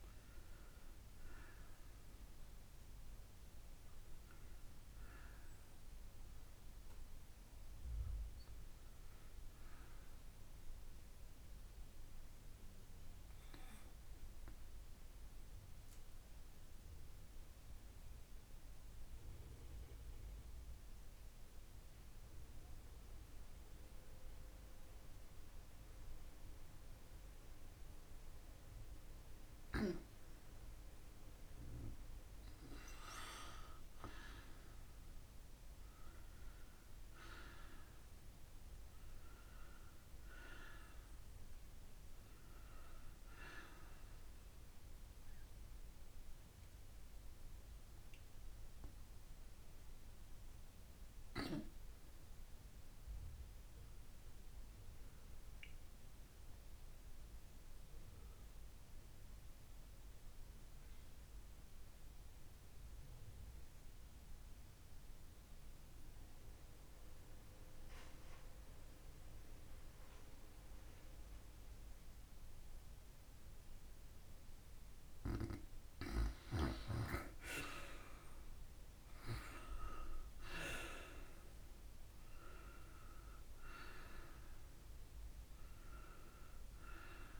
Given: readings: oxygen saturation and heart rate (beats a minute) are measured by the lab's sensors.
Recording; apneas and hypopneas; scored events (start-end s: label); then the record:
breathing in sleep by a room microphone; 2
0.00-13.00 s: oxygen desaturation (device-marked, oxygen 91% lowest, heart rate 52 extreme)
10.50-29.50 s: obstructive apnea (oxygen 96% before, 85% lowest, heart rate 58 before, 52 extreme, up 3 after)
19.00-33.00 s: oxygen desaturation (device-marked, oxygen 91% before, 85% lowest, heart rate 56 before, 52 extreme)
35.50-40.00 s: arousal
54.00-75.00 s: obstructive apnea (oxygen 98% before, 85% lowest, heart rate 61 before, 50 extreme, up 7 after)
58.00-72.00 s: oxygen desaturation (device-marked, oxygen 95% before, 88% lowest, heart rate 62 before, 50 extreme)
77.50-81.50 s: arousal
79.00-87.40 s: oxygen desaturation (device-marked, oxygen 97% before, 85% lowest, heart rate 52 before, 47 extreme)
From the record:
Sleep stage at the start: N2 (light sleep); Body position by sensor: on the back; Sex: female